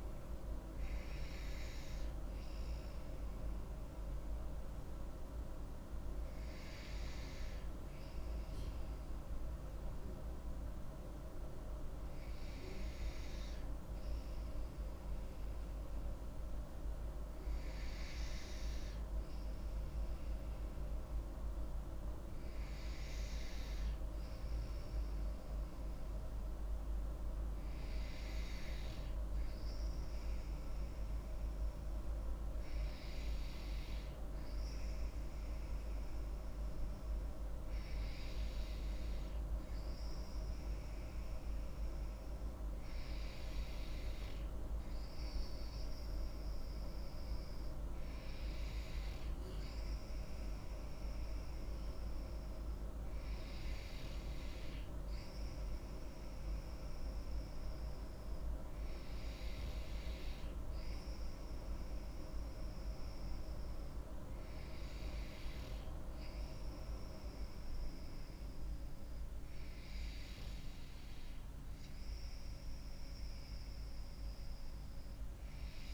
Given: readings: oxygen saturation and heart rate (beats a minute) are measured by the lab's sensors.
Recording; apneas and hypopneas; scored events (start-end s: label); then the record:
breathing in sleep, hard to hear, by a room microphone; none
none scored
From the record:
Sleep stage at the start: N2 (light sleep); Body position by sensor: on the back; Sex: female